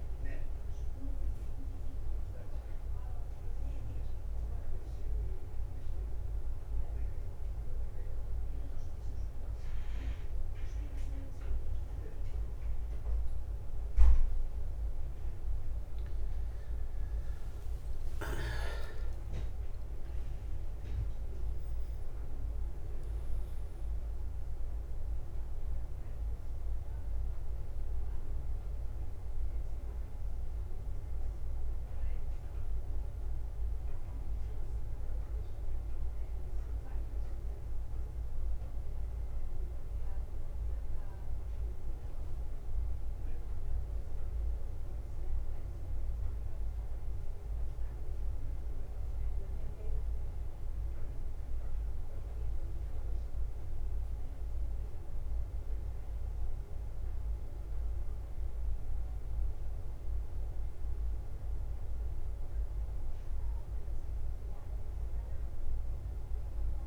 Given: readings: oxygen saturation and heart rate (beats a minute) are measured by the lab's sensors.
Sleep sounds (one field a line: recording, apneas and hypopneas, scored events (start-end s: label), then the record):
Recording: breathing in sleep, hard to hear, by a room microphone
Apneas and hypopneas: 2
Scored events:
0.00-1.50 s: arousal
0.00-19.00 s: bradycardia (device-marked, heart rate 52 extreme)
4.50-16.50 s: mixed apnea (oxygen 97% before, 92% lowest, heart rate 56 before, 49 extreme, up 8 after)
17.50-21.50 s: arousal
21.00-46.00 s: oxygen desaturation (device-marked, oxygen 98% before, 92% lowest, heart rate 54 before, 48 extreme)
31.50-33.50 s: long interval between heartbeats (device-marked, heart rate 58 before, 73 extreme)
33.00-44.00 s: bradycardia (device-marked, heart rate 59 before, 49 extreme)
42.50-53.00 s: central apnea (oxygen 98% before, 92% lowest, heart rate 61 before, 48 extreme, up 3 after)
51.00-66.87 s: bradycardia (device-marked, heart rate 59 before, 48 extreme)
55.00-58.50 s: arousal
From the record:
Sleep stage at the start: N2 (light sleep)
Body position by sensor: on the back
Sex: male